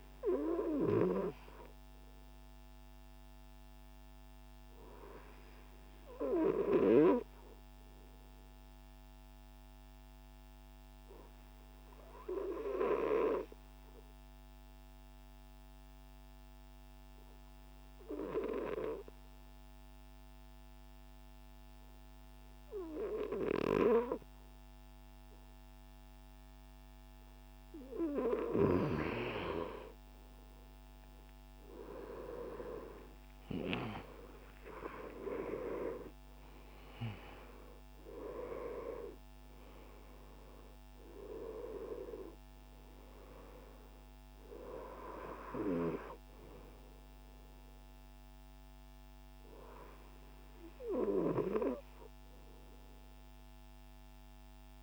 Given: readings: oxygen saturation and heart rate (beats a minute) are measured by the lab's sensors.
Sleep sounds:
breathing in sleep by a microphone on the trachea; 1
9.00-27.50 s: obstructive apnea (oxygen 98% before, 94% lowest)
30.00-36.50 s: arousal
From the record:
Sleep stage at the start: N2 (light sleep); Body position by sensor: on the right side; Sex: male

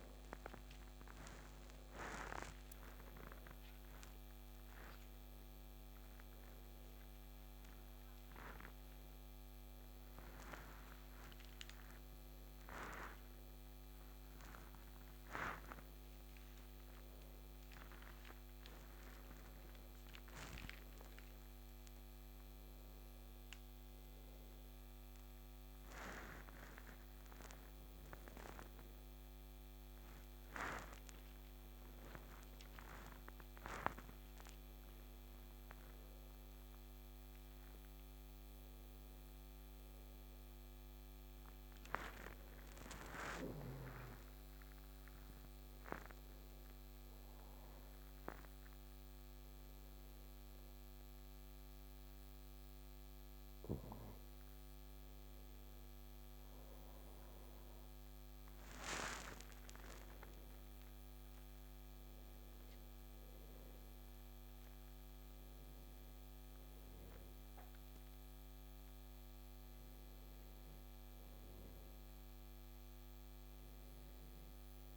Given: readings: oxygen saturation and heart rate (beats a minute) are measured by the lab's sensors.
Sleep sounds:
a person awake in a sleep study, by a microphone on the trachea; none
none scored
From the record:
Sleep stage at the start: awake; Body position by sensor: on the back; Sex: male

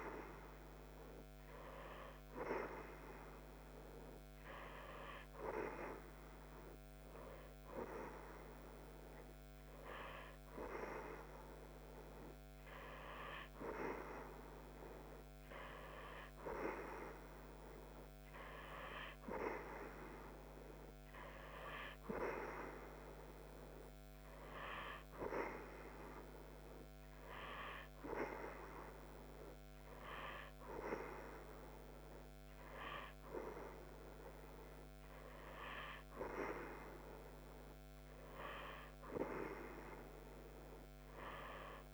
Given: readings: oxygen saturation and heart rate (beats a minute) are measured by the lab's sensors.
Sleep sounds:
breathing in sleep by a microphone on the trachea; none
none scored
From the record:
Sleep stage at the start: N2 (light sleep); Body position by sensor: on the right side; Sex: female

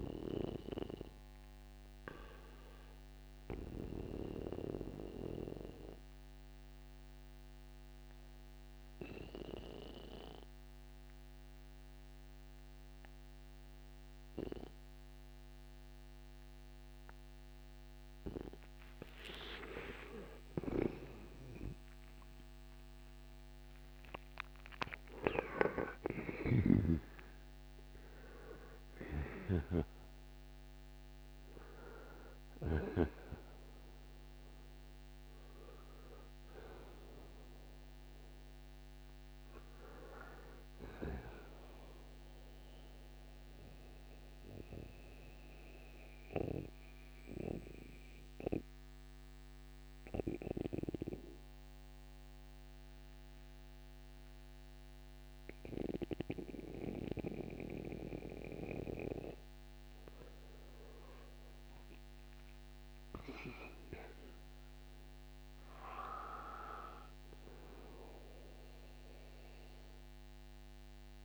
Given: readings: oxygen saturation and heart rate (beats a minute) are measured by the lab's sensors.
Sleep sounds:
breathing in sleep by a microphone on the trachea; 2
5.50-18.50 s: obstructive apnea (oxygen 98% before, 85% lowest, heart rate 80 before, 62 extreme, up 23 after)
7.50-15.50 s: oxygen desaturation (device-marked, oxygen 97% before, 94% lowest, heart rate 78 before, 62 extreme)
20.00-24.00 s: arousal
22.50-55.50 s: oxygen desaturation (device-marked, oxygen 95% before, 85% lowest, heart rate 65 before, 60 extreme)
28.50-32.50 s: snoring (device-marked)
43.50-56.50 s: central apnea (oxygen 95% before, 85% lowest, heart rate 70 before, 60 extreme, up 13 after)
58.50-62.50 s: arousal
From the record:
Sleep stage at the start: N2 (light sleep); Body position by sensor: on the right side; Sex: male

